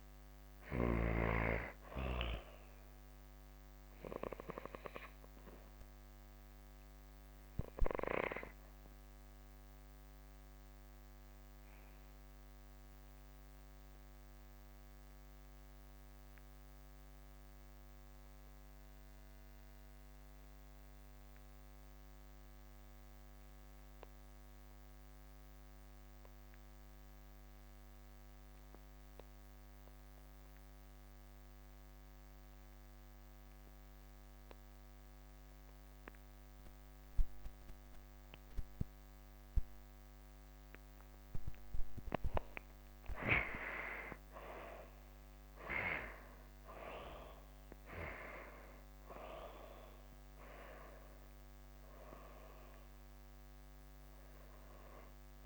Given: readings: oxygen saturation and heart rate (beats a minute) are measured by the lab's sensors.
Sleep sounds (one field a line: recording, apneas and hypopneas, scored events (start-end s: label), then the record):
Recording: breathing in sleep by a microphone on the trachea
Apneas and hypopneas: 1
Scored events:
0.00-20.00 s: oxygen desaturation (device-marked, oxygen 99% before, 83% lowest, heart rate 174 before, 145 extreme)
3.00-41.00 s: obstructive apnea (oxygen 99% before, 80% lowest, heart rate 179 before, 145 extreme, up 12 after)
34.00-55.45 s: oxygen desaturation (device-marked, oxygen 98% before, 80% lowest)
42.50-46.50 s: arousal
From the record:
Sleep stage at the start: N2 (light sleep)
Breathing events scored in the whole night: 396 in 5.8 hours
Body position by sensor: on the back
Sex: female